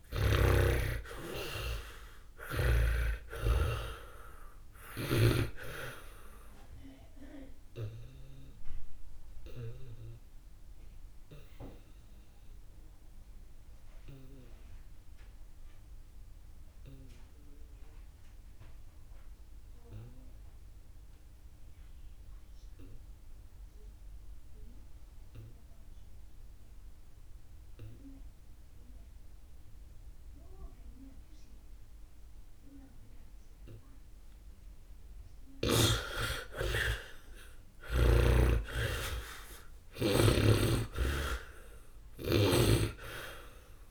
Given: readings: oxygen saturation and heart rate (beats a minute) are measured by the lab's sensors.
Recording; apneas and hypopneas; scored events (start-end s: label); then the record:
breathing in sleep by a room microphone; 1
0.00-22.50 s: oxygen desaturation (device-marked, oxygen 72% lowest, heart rate 52 extreme)
0.50-5.50 s: snoring (device-marked)
7.00-34.00 s: obstructive apnea (oxygen 99% before, 72% lowest, heart rate 55 before, 52 extreme, up 6 after)
29.50-43.90 s: oxygen desaturation (device-marked, oxygen 99% before, 74% lowest, heart rate 67 before, 47 extreme)
36.00-40.00 s: arousal
From the record:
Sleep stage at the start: N2 (light sleep); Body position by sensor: on the back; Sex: male